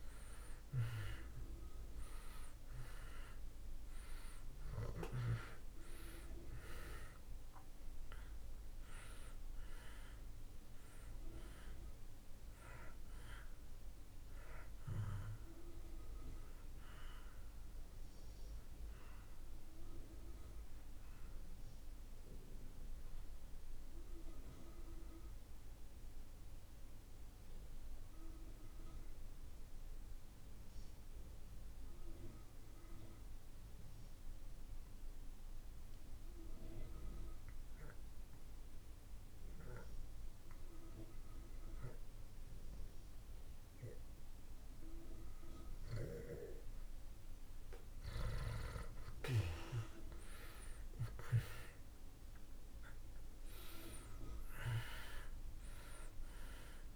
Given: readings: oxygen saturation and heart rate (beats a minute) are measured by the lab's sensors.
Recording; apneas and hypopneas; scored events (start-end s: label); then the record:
breathing in sleep by a room microphone; 1
0.00-4.50 s: arousal
0.00-38.00 s: oxygen desaturation (device-marked, oxygen 79% lowest)
25.50-44.50 s: obstructive apnea (oxygen 95% before, 75% lowest)
48.00-52.50 s: arousal
50.00-56.95 s: oxygen desaturation (device-marked, oxygen 96% before, 75% lowest)
From the record:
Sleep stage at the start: N2 (light sleep); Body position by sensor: on the back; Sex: male